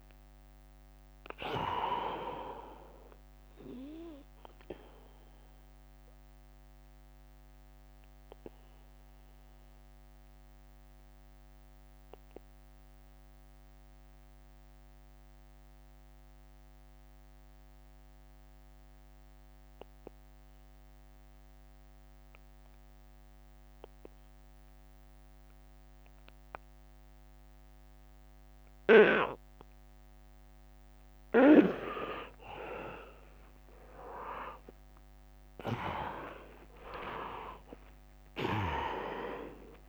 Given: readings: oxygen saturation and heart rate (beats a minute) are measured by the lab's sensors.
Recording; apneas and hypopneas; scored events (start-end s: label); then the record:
breathing in sleep by a microphone on the trachea; 1
0.00-4.50 s: drop in pulse transit time (device-marked, heart rate 70 extreme)
0.00-17.50 s: oxygen desaturation (device-marked, oxygen 80% lowest, heart rate 69 extreme)
0.50-2.50 s: long interval between heartbeats (device-marked, heart rate 76 before, 70 extreme)
4.00-30.00 s: obstructive apnea (oxygen 100% before, 80% lowest, heart rate 75 before, 69 extreme, up 31 after)
29.50-39.89 s: drop in pulse transit time (device-marked, heart rate 74 before, 77 extreme)
31.50-39.89 s: oxygen desaturation (device-marked, oxygen 100% before, 82% lowest, heart rate 74 before, 74 extreme)
33.00-35.00 s: long interval between heartbeats (device-marked, heart rate 75 before, 90 extreme)
35.50-39.89 s: arousal
36.50-39.89 s: tachycardia (device-marked, heart rate 79 before, 128 extreme)
From the record:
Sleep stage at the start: N2 (light sleep); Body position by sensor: on the back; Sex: male